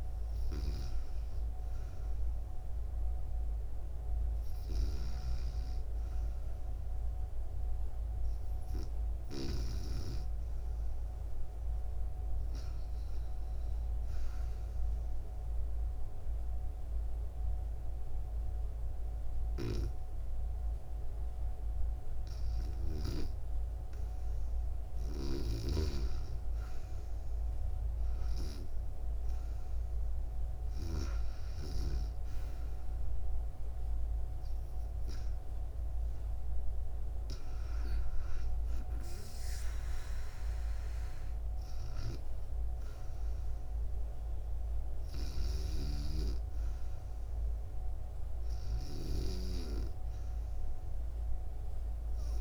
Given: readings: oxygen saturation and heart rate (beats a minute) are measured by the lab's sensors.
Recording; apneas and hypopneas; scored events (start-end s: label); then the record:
breathing in sleep by a room microphone; 1
15.00-25.00 s: hypopnea (oxygen 98% before, 95% lowest, heart rate 73 before, 72 extreme, up 3 after)
27.50-31.00 s: arousal
From the record:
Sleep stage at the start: REM sleep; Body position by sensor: on the back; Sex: female